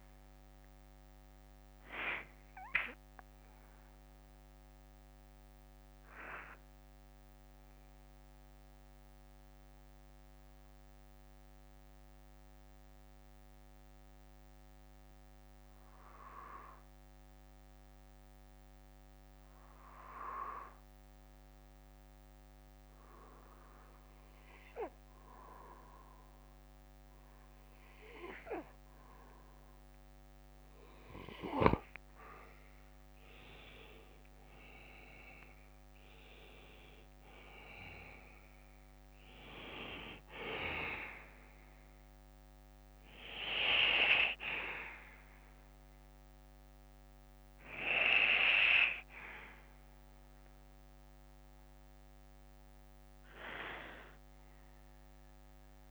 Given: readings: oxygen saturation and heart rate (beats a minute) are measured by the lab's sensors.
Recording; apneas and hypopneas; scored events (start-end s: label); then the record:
breathing in sleep by a microphone on the trachea; 1
0.00-29.50 s: bradycardia (device-marked, heart rate 49 extreme)
9.00-29.50 s: mixed apnea (oxygen 98% before, 90% lowest, heart rate 60 before, 49 extreme, up 19 after)
32.50-39.50 s: oxygen desaturation (device-marked, oxygen 97% before, 94% lowest, heart rate 55 before, 50 extreme)
35.00-39.00 s: arousal
43.50-45.50 s: bradycardia (device-marked, heart rate 59 before, 59 extreme)
46.50-50.50 s: bradycardia (device-marked, heart rate 59 before, 53 extreme)
46.50-55.91 s: oxygen desaturation (device-marked, oxygen 95% before, 90% lowest, heart rate 63 before, 50 extreme)
From the record:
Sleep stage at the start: N2 (light sleep); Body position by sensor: on the back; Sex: male